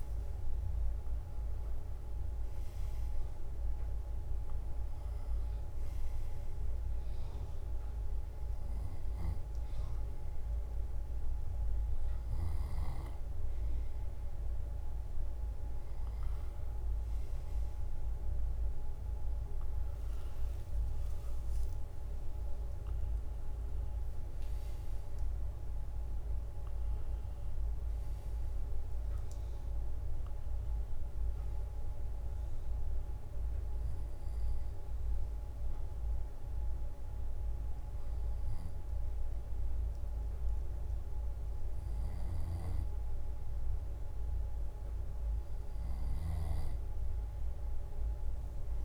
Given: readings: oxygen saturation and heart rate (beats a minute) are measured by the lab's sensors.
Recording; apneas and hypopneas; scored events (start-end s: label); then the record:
breathing in sleep, hard to hear, by a room microphone; 1
0.00-11.00 s: drop in pulse transit time (device-marked, heart rate 63 before, 58 extreme)
20.00-25.00 s: arousal
33.50-44.50 s: hypopnea (oxygen 96% before, 94% lowest, heart rate 62 before, 57 extreme, up 7 after)
From the record:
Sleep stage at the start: N2 (light sleep); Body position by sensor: on the left side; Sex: male